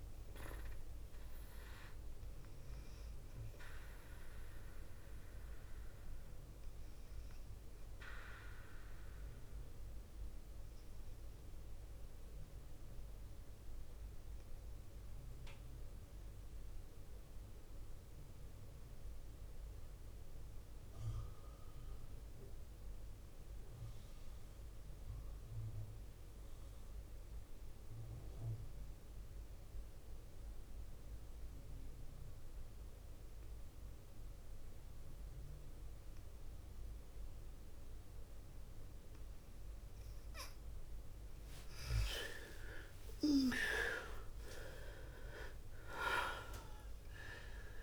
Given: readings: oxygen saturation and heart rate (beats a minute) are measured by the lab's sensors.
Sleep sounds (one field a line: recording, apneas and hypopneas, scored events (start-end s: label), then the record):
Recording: breathing in sleep by a room microphone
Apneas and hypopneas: 1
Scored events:
13.00-39.50 s: obstructive apnea (oxygen 94% before, 88% lowest, heart rate 54 before, 46 extreme, up 10 after)
34.00-47.83 s: oxygen desaturation (device-marked, oxygen 100% before, 88% lowest, heart rate 48 before, 45 extreme)
42.00-47.00 s: arousal
From the record:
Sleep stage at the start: N2 (light sleep)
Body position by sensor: on the left side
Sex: female